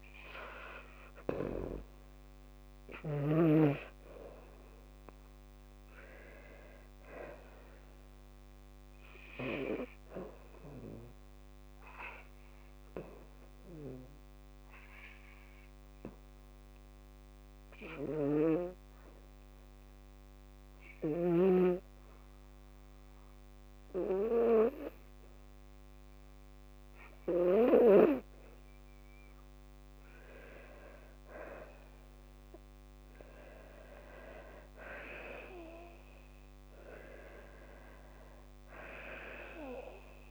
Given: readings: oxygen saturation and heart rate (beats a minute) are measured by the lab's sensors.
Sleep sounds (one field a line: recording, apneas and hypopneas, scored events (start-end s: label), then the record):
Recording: breathing in sleep by a microphone on the trachea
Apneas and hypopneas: none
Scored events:
none scored
From the record:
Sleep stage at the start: N2 (light sleep)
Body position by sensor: on the back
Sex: female